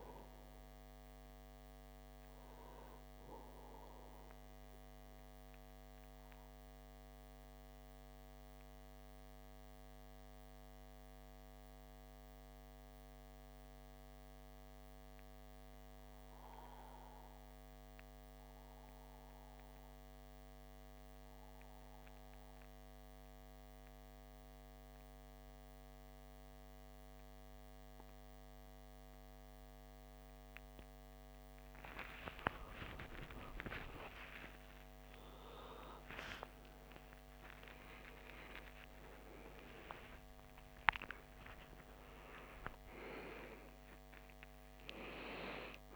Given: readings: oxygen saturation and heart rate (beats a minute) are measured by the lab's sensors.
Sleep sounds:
breathing in sleep by a microphone on the trachea; 1
4.50-30.50 s: obstructive apnea (oxygen 98% before, 93% lowest)
32.00-37.00 s: arousal
34.00-45.96 s: new sleep stage, N1 (lightest sleep)
From the record:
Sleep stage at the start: N2 (light sleep); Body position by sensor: on the back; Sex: male

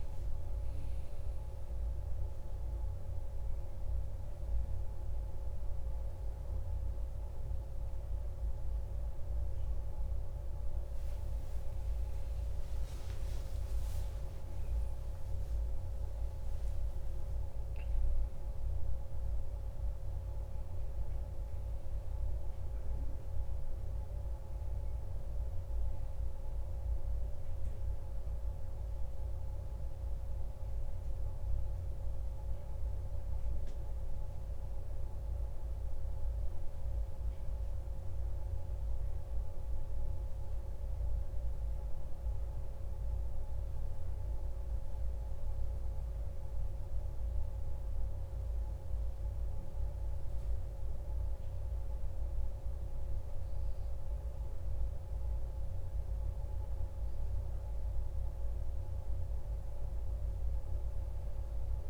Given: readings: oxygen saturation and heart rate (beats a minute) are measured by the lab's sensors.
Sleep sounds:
a person awake in a sleep study, hard to hear, by a room microphone; none
none scored
From the record:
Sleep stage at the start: awake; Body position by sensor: on the back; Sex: male

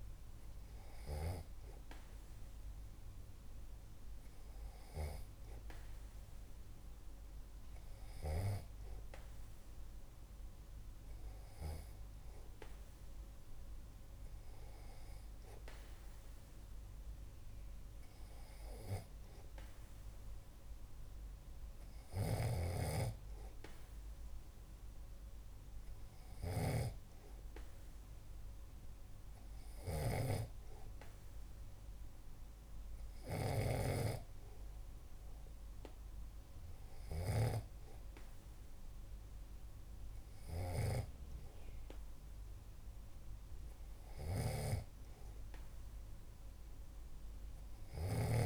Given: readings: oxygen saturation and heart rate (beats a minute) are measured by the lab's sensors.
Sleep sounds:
breathing in sleep by a room microphone; none
22.00-48.46 s: snoring (device-marked)
From the record:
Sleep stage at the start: N2 (light sleep); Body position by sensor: on the back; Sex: male

